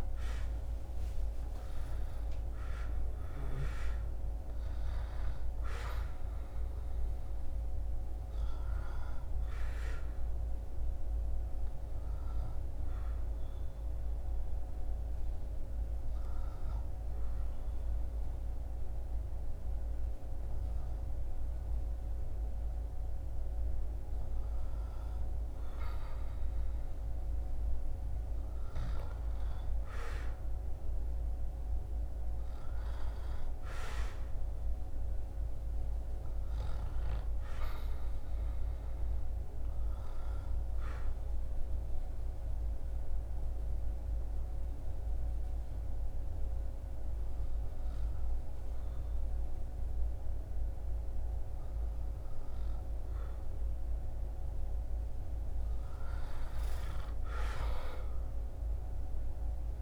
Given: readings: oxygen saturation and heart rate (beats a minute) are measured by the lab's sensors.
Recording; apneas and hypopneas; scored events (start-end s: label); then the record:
breathing in sleep, hard to hear, by a room microphone; 2
13.50-28.50 s: hypopnea (oxygen 98% before, 96% lowest, heart rate 79 before, 69 extreme, up 7 after)
32.00-36.00 s: arousal
41.00-53.00 s: hypopnea (oxygen 99% before, 97% lowest, heart rate 73 before, 67 extreme, up 5 after)
55.00-58.50 s: arousal
From the record:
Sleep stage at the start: N2 (light sleep); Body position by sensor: on the back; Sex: male